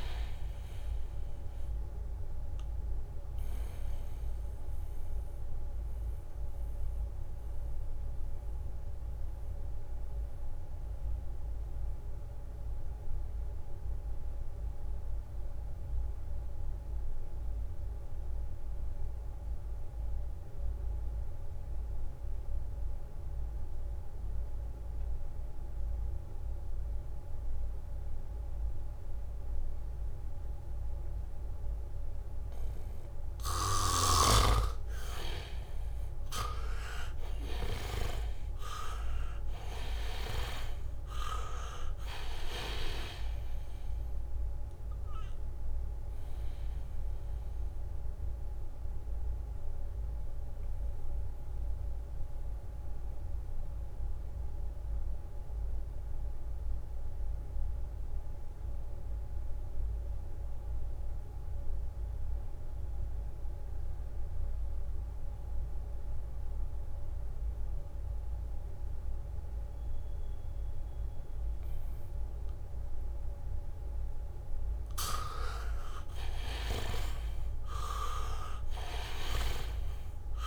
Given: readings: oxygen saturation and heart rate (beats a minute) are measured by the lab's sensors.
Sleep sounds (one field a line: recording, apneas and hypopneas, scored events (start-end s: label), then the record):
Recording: breathing in sleep by a room microphone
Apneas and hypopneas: 2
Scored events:
0.00-25.00 s: oxygen desaturation (device-marked, oxygen 80% lowest, heart rate 63 extreme)
4.50-31.50 s: mixed apnea (oxygen 99% before, 78% lowest, heart rate 69 before, 63 extreme)
27.00-61.00 s: oxygen desaturation (device-marked, oxygen 99% before, 78% lowest, heart rate 74 before, 63 extreme)
29.00-32.50 s: leg movement (device-marked)
33.50-44.00 s: leg movement (device-marked)
36.00-39.50 s: arousal
45.00-73.50 s: mixed apnea (oxygen 99% before, 78% lowest, heart rate 69 before, 66 extreme, up 1 after)
48.00-51.50 s: leg movement (device-marked)
66.00-80.47 s: oxygen desaturation (device-marked, oxygen 99% before, 78% lowest, heart rate 73 before, 66 extreme)
75.00-79.50 s: arousal
From the record:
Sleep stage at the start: N2 (light sleep)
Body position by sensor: on the back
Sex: male